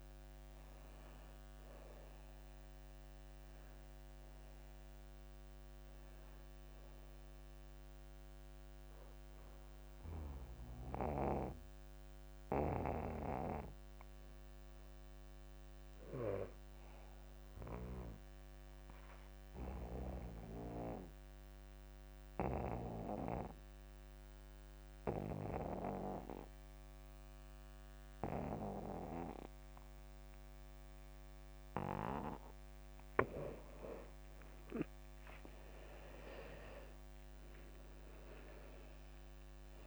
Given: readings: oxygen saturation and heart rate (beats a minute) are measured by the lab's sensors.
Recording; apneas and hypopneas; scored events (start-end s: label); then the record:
breathing in sleep by a microphone on the trachea; 1
0.00-3.50 s: oxygen desaturation (device-marked, oxygen 89% lowest)
3.50-5.50 s: long interval between heartbeats (device-marked, heart rate 30 before, 29 extreme)
20.50-34.00 s: obstructive apnea (oxygen 93% before, 85% lowest)
27.00-29.00 s: long interval between heartbeats (device-marked)
33.50-35.50 s: long interval between heartbeats (device-marked)
36.00-39.87 s: arousal
36.50-39.87 s: oxygen desaturation (device-marked, oxygen 95% before, 85% lowest)
From the record:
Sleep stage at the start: N2 (light sleep); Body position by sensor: on the back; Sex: male